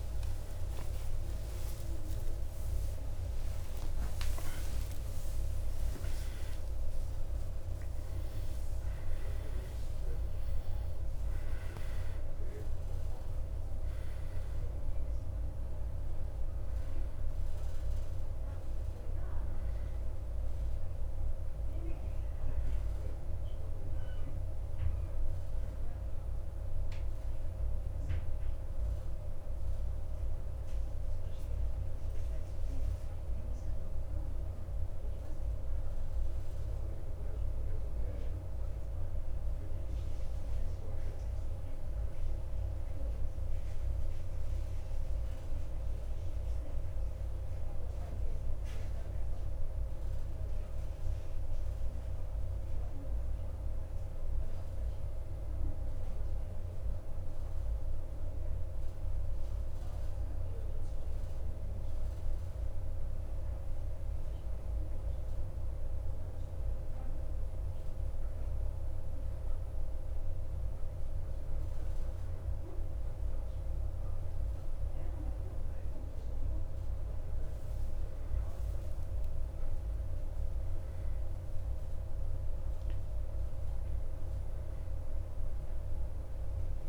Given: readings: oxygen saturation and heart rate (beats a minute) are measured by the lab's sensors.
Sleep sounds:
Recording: breathing in sleep, hard to hear, by a room microphone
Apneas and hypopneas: 1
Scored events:
0.00-4.00 s: arousal
3.50-12.50 s: tachycardia (device-marked, heart rate 54 before, 174 extreme)
27.50-45.50 s: oxygen desaturation (device-marked, oxygen 93% before, 90% lowest, heart rate 96 before, 53 extreme)
31.00-62.50 s: hypopnea (oxygen 93% before, 90% lowest, heart rate 83 before, 53 extreme, up 1 after)
64.00-69.00 s: arousal
69.50-83.50 s: oxygen desaturation (device-marked, oxygen 97% before, 94% lowest, heart rate 54 before, 54 extreme)
From the record:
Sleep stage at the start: REM sleep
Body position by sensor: on the back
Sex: male

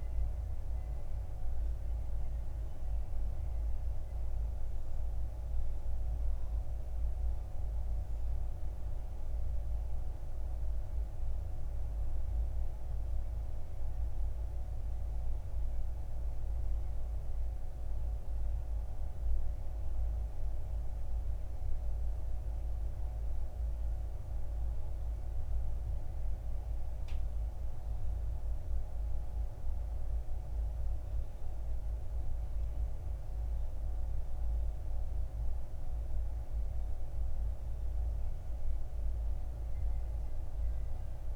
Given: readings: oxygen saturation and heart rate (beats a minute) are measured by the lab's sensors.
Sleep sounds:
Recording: breathing in sleep, hard to hear, by a room microphone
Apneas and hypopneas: none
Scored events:
none scored
From the record:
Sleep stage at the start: N2 (light sleep)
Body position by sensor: on the back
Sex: male

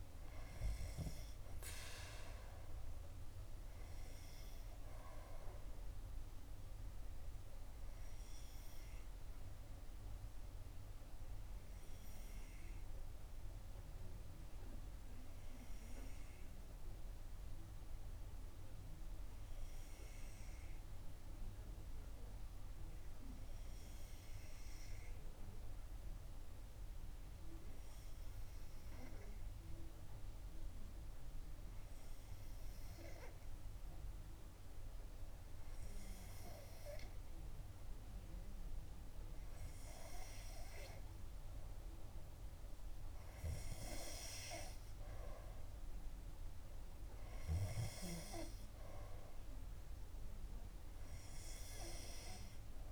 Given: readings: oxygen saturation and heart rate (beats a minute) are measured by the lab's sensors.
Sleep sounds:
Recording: breathing in sleep by a room microphone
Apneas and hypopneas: 1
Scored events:
0.00-19.00 s: oxygen desaturation (device-marked, oxygen 91% lowest, heart rate 61 extreme)
11.00-38.00 s: hypopnea (oxygen 96% before, 91% lowest, heart rate 65 before, 62 extreme)
40.00-44.50 s: arousal
From the record:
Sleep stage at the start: N2 (light sleep)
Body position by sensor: on the back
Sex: female

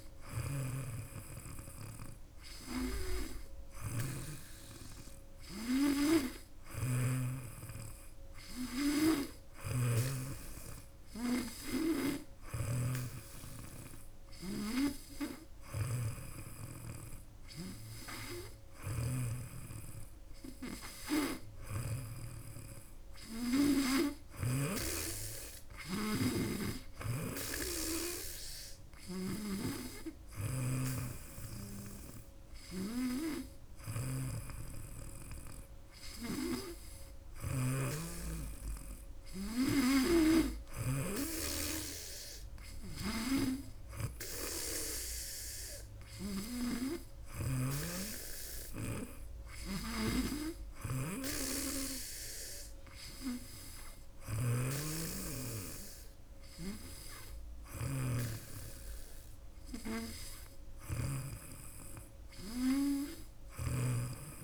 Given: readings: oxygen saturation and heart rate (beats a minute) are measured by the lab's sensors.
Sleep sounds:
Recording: breathing in sleep by a room microphone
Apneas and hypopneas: none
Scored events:
0.00-7.00 s: snoring (device-marked)
9.00-24.50 s: snoring (device-marked)
29.00-41.00 s: snoring (device-marked)
49.50-61.00 s: snoring (device-marked)
63.00-64.44 s: snoring (device-marked)
From the record:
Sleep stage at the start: N2 (light sleep)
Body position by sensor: on the back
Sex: female

